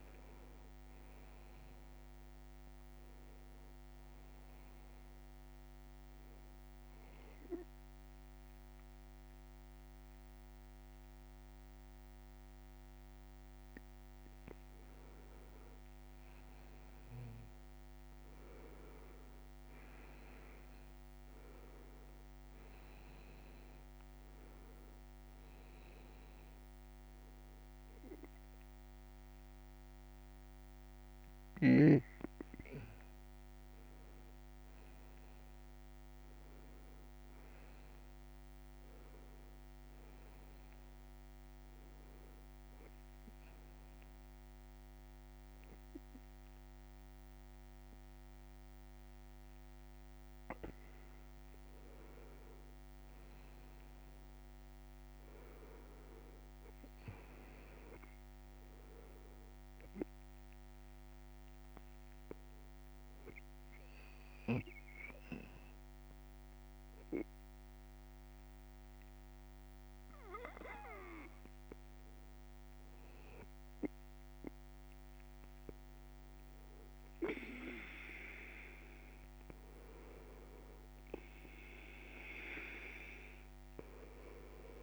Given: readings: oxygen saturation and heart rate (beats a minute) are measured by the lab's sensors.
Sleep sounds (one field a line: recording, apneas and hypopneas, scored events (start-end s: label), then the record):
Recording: breathing in sleep by a microphone on the trachea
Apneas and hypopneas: 3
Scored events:
0.00-12.50 s: oxygen desaturation (device-marked, oxygen 93% lowest, heart rate 72 extreme)
4.50-14.50 s: hypopnea (oxygen 97% before, 93% lowest, heart rate 83 before, 72 extreme, up 3 after)
17.50-21.50 s: arousal
27.50-43.50 s: oxygen desaturation (device-marked, oxygen 98% before, 93% lowest, heart rate 75 before, 73 extreme)
38.50-84.83 s: new sleep stage, N2 (light sleep)
41.50-52.00 s: hypopnea (oxygen 98% before, 93% lowest, heart rate 75 before, 73 extreme, up 1 after)
54.50-57.50 s: arousal
60.50-71.50 s: hypopnea (oxygen 97% before, 91% lowest, heart rate 74 before, 72 extreme, up 1 after)
65.50-77.50 s: oxygen desaturation (device-marked, oxygen 96% before, 93% lowest, heart rate 74 before, 72 extreme)
77.00-80.50 s: arousal
From the record:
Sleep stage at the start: N1 (lightest sleep)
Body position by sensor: on the back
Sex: male